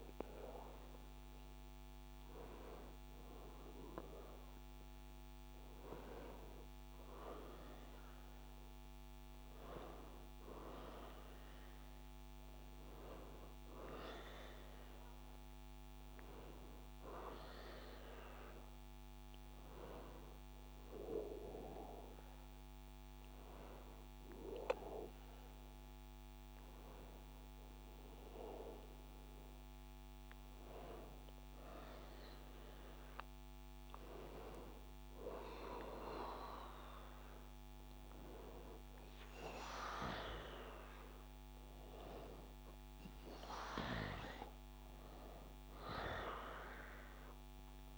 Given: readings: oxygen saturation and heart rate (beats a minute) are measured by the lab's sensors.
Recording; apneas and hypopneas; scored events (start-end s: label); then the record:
a person awake in a sleep study, by a microphone on the trachea; none
none scored
From the record:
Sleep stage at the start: awake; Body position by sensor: on the back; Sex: male